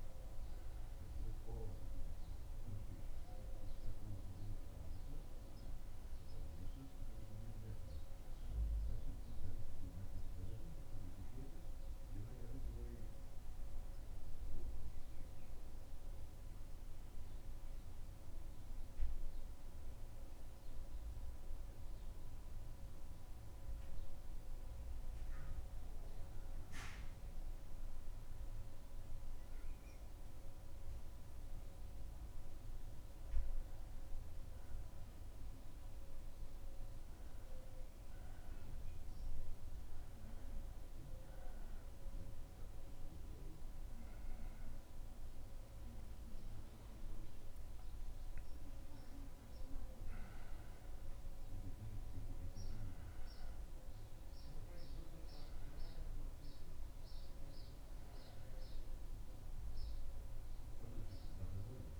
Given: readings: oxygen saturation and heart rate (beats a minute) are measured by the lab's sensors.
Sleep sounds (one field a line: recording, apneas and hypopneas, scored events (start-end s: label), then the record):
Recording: breathing in sleep, hard to hear, by a room microphone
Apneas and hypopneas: 1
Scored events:
14.50-31.00 s: hypopnea (oxygen 93% before, 91% lowest, heart rate 76 before, 73 extreme, up 3 after)
33.50-37.00 s: arousal
36.00-62.00 s: oxygen desaturation (device-marked, oxygen 95% before, 91% lowest, heart rate 76 before, 75 extreme)
From the record:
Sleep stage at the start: N1 (lightest sleep)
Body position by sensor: on the back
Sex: male